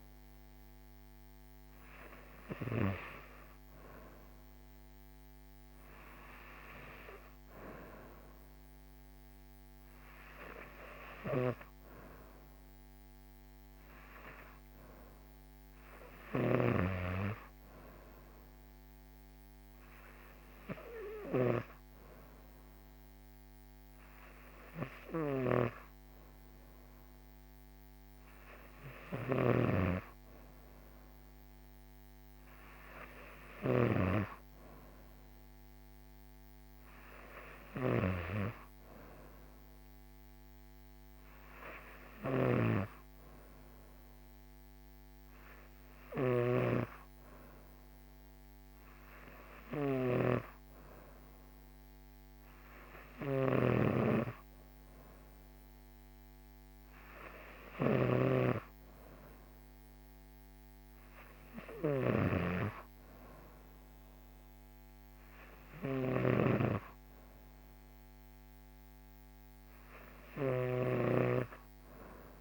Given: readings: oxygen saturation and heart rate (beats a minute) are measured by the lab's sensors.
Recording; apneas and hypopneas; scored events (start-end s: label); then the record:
breathing in sleep by a microphone on the trachea; none
29.00-72.41 s: snoring (device-marked)
From the record:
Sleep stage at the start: N2 (light sleep); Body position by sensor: on the right side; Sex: female